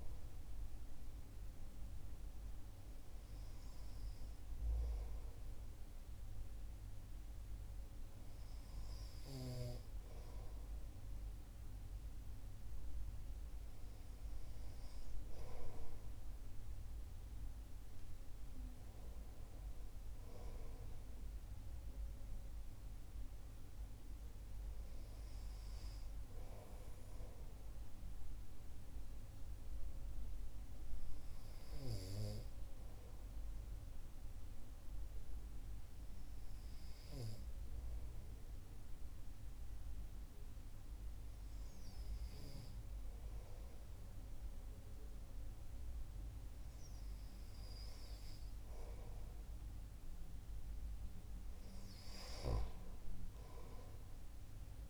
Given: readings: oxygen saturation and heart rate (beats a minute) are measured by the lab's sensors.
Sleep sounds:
breathing in sleep by a room microphone; none
54.00-54.90 s: new sleep stage, N1 (lightest sleep)
From the record:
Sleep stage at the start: N2 (light sleep); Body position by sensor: on the right side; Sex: male

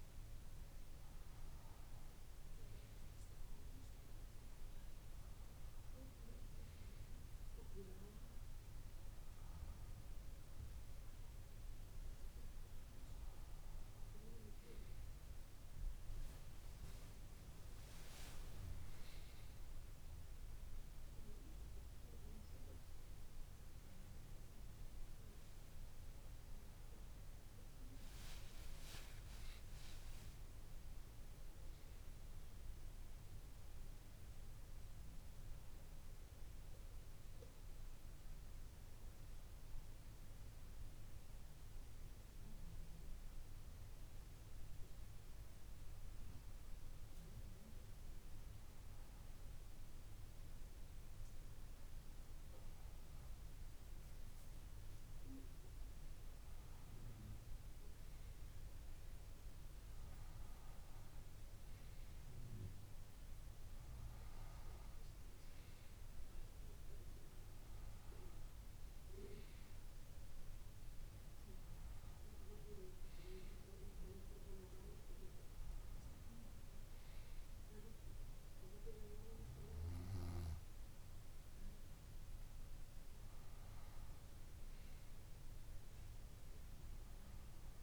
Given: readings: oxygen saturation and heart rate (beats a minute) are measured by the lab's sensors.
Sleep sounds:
a person partly awake in a sleep study, by a room microphone; none
2.50-4.50 s: long interval between heartbeats (device-marked, heart rate 75 before, 70 extreme)
7.50-9.50 s: long interval between heartbeats (device-marked, heart rate 66 before, 80 extreme)
11.50-13.50 s: long interval between heartbeats (device-marked, heart rate 68 before, 88 extreme)
22.00-24.00 s: long interval between heartbeats (device-marked, heart rate 74 before, 80 extreme)
26.50-28.50 s: long interval between heartbeats (device-marked, heart rate 76 before, 88 extreme)
29.00-87.83 s: new sleep stage, N2 (light sleep)
29.50-31.50 s: long interval between heartbeats (device-marked, heart rate 78 before, 96 extreme)
37.50-39.50 s: long interval between heartbeats (device-marked, heart rate 84 before, 87 extreme)
44.00-47.00 s: bradycardia (device-marked, heart rate 80 before, 60 extreme)
62.00-64.00 s: long interval between heartbeats (device-marked, heart rate 63 before, 79 extreme)
68.00-70.00 s: long interval between heartbeats (device-marked, heart rate 67 before, 81 extreme)
69.50-75.00 s: arousal
70.50-72.50 s: long interval between heartbeats (device-marked, heart rate 70 before, 87 extreme)
74.00-76.00 s: long interval between heartbeats (device-marked, heart rate 75 before, 84 extreme)
76.00-78.00 s: long interval between heartbeats (device-marked, heart rate 78 before, 82 extreme)
From the record:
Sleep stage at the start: awake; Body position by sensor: on the right side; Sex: female

